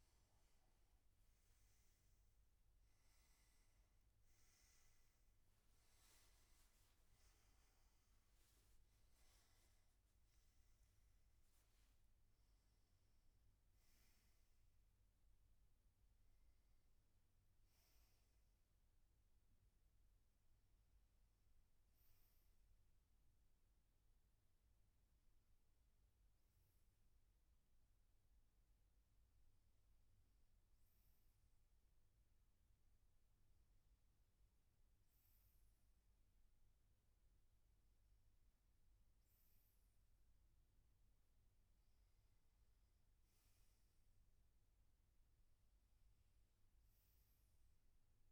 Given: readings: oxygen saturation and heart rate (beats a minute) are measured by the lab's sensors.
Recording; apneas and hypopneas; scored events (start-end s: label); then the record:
breathing in sleep, hard to hear, by a room microphone; none
none scored
From the record:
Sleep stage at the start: N1 (lightest sleep); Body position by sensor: on the back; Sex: male